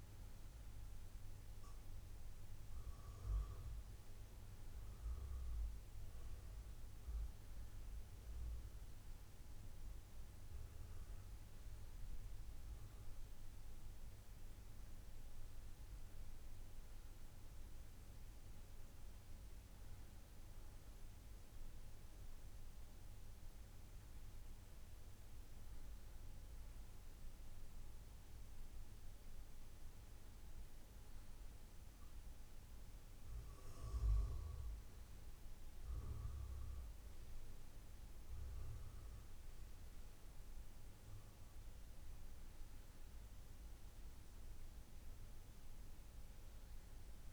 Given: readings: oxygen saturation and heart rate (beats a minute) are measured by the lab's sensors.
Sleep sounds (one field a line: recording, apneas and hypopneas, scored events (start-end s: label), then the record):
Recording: breathing in sleep, hard to hear, by a room microphone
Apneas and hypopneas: none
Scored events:
21.50-47.33 s: new sleep stage, N2 (light sleep)
From the record:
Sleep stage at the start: N1 (lightest sleep)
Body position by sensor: on the back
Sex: male